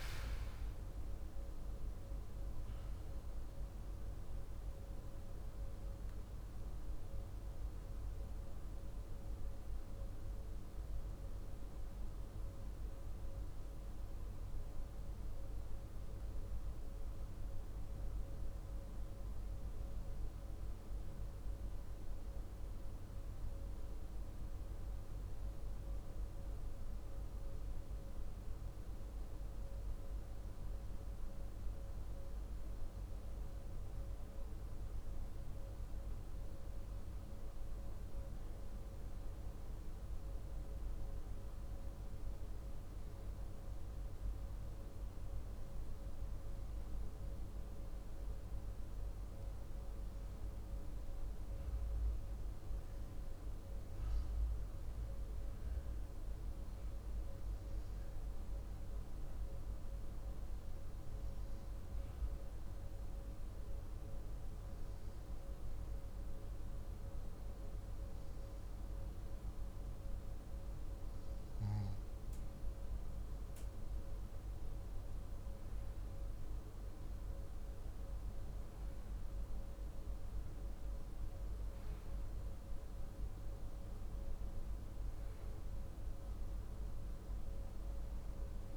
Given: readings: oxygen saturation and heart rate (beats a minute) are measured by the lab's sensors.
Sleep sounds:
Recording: breathing in sleep, hard to hear, by a room microphone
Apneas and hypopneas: 1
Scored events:
18.00-72.50 s: hypopnea (oxygen 95% before, 95% lowest, heart rate 62 before, 48 extreme, up 8 after)
75.50-80.50 s: arousal
From the record:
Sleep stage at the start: N2 (light sleep)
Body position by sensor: on the back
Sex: male

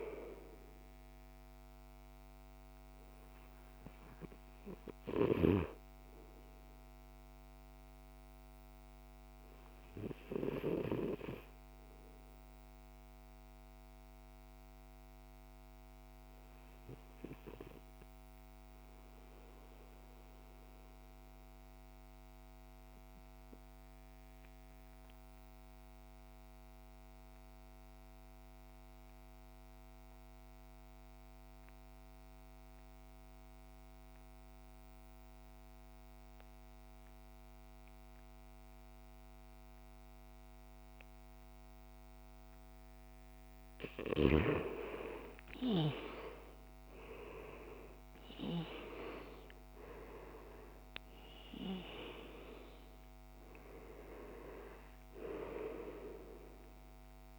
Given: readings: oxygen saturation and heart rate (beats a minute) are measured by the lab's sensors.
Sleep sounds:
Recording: breathing in sleep by a microphone on the trachea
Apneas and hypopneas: 1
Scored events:
8.50-43.00 s: obstructive apnea (oxygen 99% before, 90% lowest, heart rate 61 before, 51 extreme, up 18 after)
44.00-48.50 s: arousal
From the record:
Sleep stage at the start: N2 (light sleep)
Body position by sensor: on the back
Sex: male

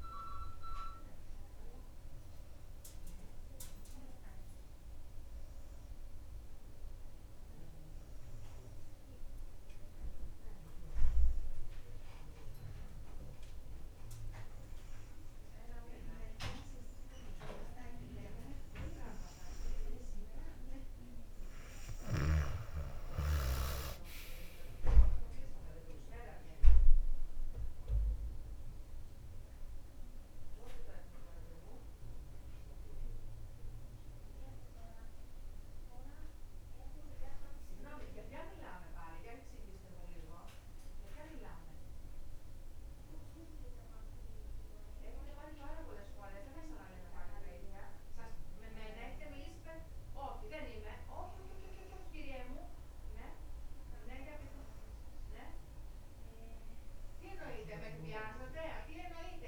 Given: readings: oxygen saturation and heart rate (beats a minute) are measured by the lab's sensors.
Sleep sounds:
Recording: a person partly awake in a sleep study, by a room microphone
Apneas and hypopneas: 1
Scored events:
5.50-35.50 s: new sleep stage, N1 (lightest sleep)
10.00-22.00 s: hypopnea (oxygen 96% before, 95% lowest, heart rate 67 before, 61 extreme, up 5 after)
24.50-28.50 s: arousal
26.50-38.50 s: drop in pulse transit time (device-marked, heart rate 63 before, 64 extreme)
35.50-59.48 s: new sleep stage, N2 (light sleep)
From the record:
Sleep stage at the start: awake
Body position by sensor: on the back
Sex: female

